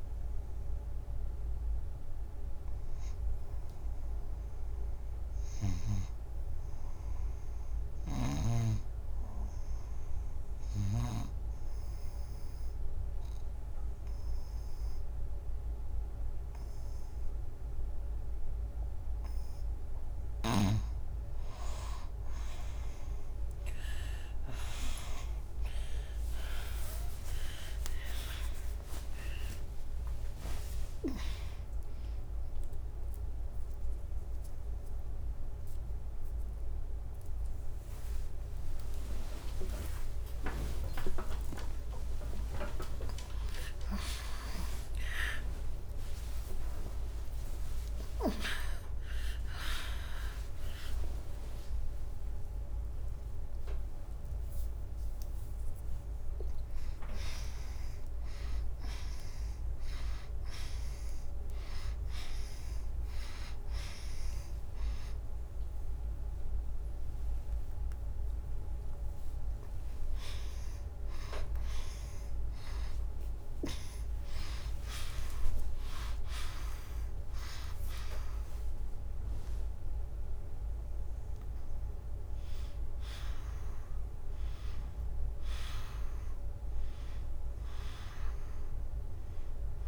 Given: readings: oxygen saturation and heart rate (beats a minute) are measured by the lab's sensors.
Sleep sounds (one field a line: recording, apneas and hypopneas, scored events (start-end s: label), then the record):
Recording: a person awake in a sleep study, by a room microphone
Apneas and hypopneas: 1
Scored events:
0.00-16.50 s: oxygen desaturation (device-marked, oxygen 87% lowest, heart rate 73 extreme)
11.50-21.50 s: obstructive apnea (oxygen 96% before, 86% lowest, heart rate 87 before, 73 extreme, up 22 after)
17.50-77.50 s: new sleep stage, awake
29.50-42.50 s: oxygen desaturation (device-marked, oxygen 97% before, 86% lowest, heart rate 85 before, 94 extreme)
67.50-74.50 s: oxygen desaturation (device-marked, oxygen 97% before, 94% lowest, heart rate 118 before, 92 extreme)
77.50-89.88 s: new sleep stage, N1 (lightest sleep)
From the record:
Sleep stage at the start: N2 (light sleep)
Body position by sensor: on the right side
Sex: female